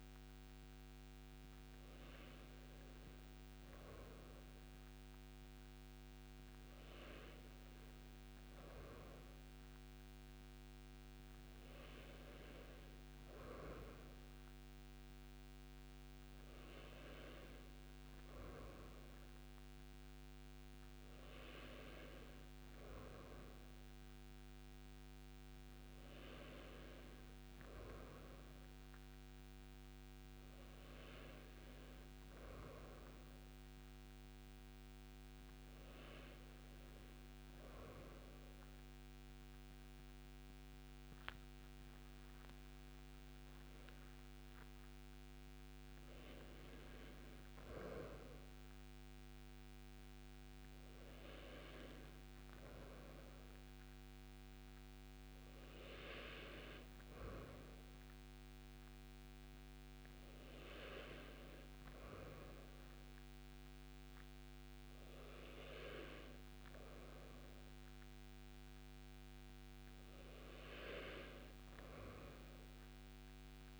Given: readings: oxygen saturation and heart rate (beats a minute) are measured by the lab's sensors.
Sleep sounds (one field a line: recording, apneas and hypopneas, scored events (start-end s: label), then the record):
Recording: breathing in sleep by a microphone on the trachea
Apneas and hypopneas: none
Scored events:
none scored
From the record:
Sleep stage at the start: N2 (light sleep)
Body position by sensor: on the right side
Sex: male